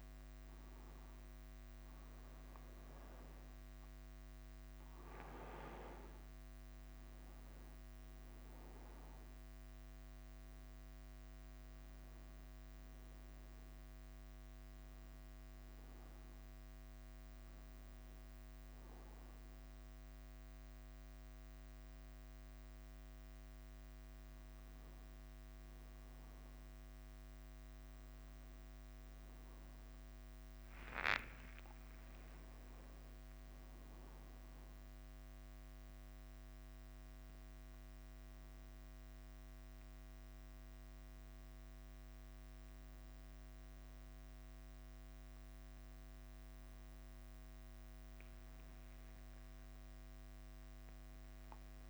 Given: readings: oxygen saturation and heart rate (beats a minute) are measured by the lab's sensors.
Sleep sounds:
breathing in sleep, hard to hear, by a microphone on the trachea; 1
0.00-3.00 s: arousal
0.00-15.00 s: oxygen desaturation (device-marked, oxygen 99% before, 96% lowest, heart rate 48 before, 48 extreme)
0.00-44.00 s: bradycardia (device-marked, heart rate 42 extreme)
14.00-51.90 s: new sleep stage, N1 (lightest sleep)
30.00-34.00 s: arousal
35.50-47.50 s: hypopnea (oxygen 98% before, 97% lowest, heart rate 49 before, 48 extreme, up 32 after)
48.50-51.90 s: arousal
49.00-51.00 s: long interval between heartbeats (device-marked, heart rate 52 before, 69 extreme)
From the record:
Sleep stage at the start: N2 (light sleep); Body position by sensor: on the back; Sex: male

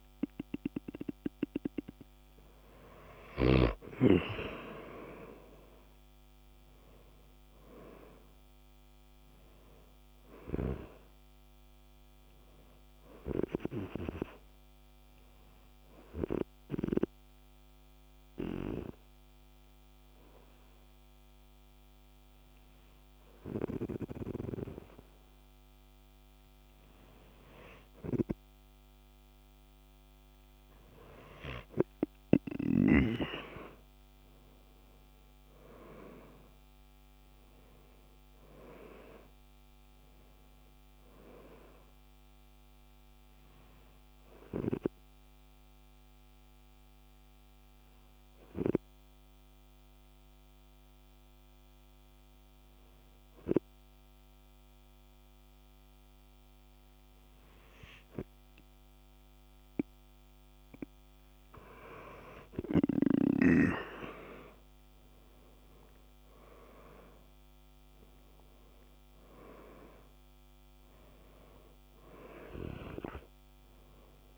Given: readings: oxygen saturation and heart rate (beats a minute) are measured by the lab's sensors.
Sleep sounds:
breathing in sleep by a microphone on the trachea; 2
4.50-8.00 s: arousal
17.00-28.00 s: obstructive apnea (oxygen 97% before, 95% lowest, heart rate 54 before, 50 extreme, up 16 after)
33.50-37.00 s: arousal
45.50-60.50 s: hypopnea (oxygen 97% before, 95% lowest, heart rate 62 before, 49 extreme, up 23 after)
64.00-69.00 s: arousal
From the record:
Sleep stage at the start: N2 (light sleep); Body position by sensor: on the back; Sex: male

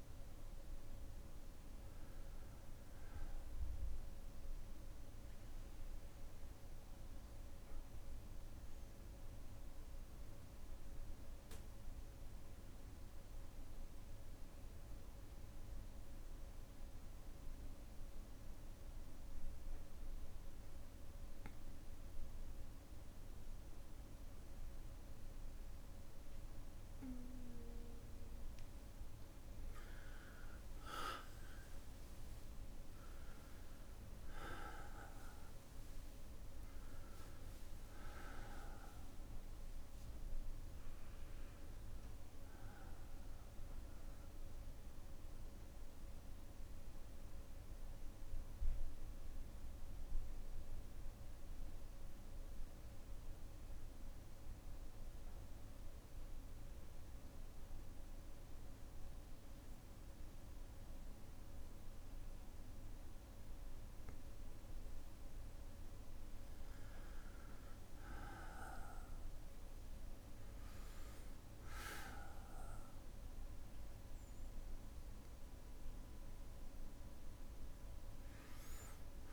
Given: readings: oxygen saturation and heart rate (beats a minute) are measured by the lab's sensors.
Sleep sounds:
breathing in sleep by a room microphone; 2
0.00-19.50 s: oxygen desaturation (device-marked, oxygen 92% lowest, heart rate 55 extreme)
0.50-27.50 s: bradycardia (device-marked, heart rate 67 before, 55 extreme)
5.50-27.00 s: obstructive apnea (oxygen 98% before, 92% lowest, heart rate 60 before, 55 extreme, up 5 after)
27.50-32.50 s: arousal
43.50-61.50 s: bradycardia (device-marked, heart rate 66 before, 56 extreme)
45.00-66.00 s: obstructive apnea (oxygen 99% before, 94% lowest, heart rate 60 before, 55 extreme, up 4 after)
68.50-74.50 s: arousal
76.50-79.33 s: bradycardia (device-marked, heart rate 66 before, 55 extreme)
From the record:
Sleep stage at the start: N2 (light sleep); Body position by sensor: on the back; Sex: male

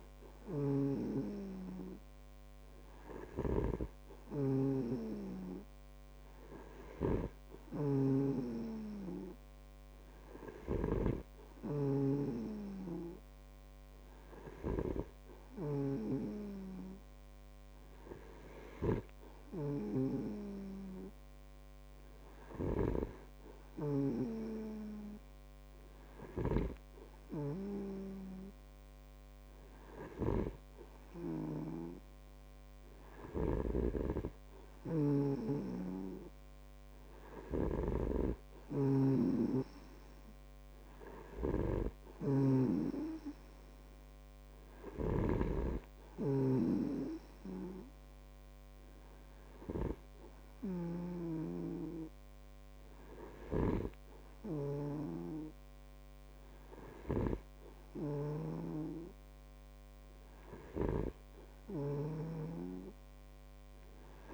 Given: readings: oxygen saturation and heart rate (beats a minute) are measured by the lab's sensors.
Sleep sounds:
breathing in sleep by a microphone on the trachea; none
0.00-23.50 s: snoring (device-marked)
30.50-64.34 s: snoring (device-marked)
From the record:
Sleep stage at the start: N2 (light sleep); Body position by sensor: on the back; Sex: male

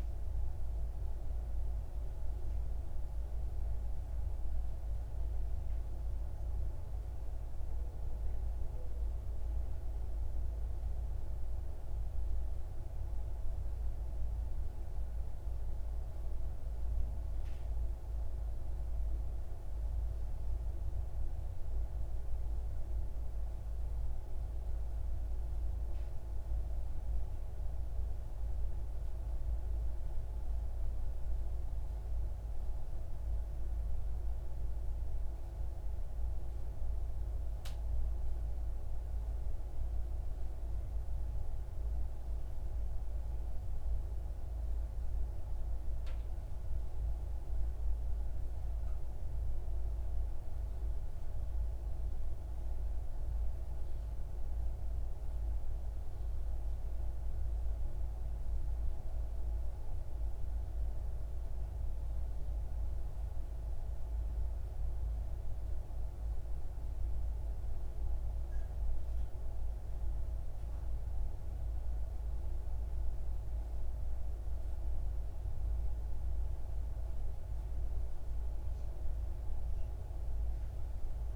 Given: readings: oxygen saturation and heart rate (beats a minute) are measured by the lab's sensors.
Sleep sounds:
breathing in sleep, hard to hear, by a room microphone; none
none scored
From the record:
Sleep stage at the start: N3 (deep sleep); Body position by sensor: on the left side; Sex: male

